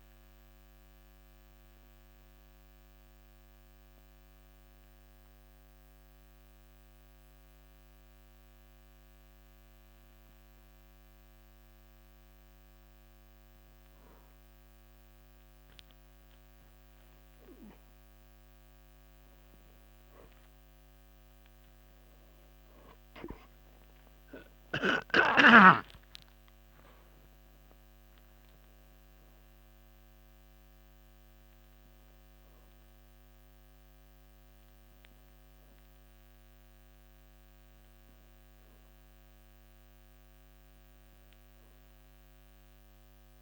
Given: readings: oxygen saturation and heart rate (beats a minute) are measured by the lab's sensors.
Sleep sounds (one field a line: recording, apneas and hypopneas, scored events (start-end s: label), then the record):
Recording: breathing in sleep by a microphone on the trachea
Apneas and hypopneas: 1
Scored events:
0.00-11.50 s: oxygen desaturation (device-marked, oxygen 93% lowest)
2.50-15.00 s: mixed apnea (oxygen 97% before, 93% lowest)
21.50-43.42 s: oxygen desaturation (device-marked, oxygen 97% before, 93% lowest)
36.50-43.42 s: new sleep stage, awake
From the record:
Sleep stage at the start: N2 (light sleep)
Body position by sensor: on the back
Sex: male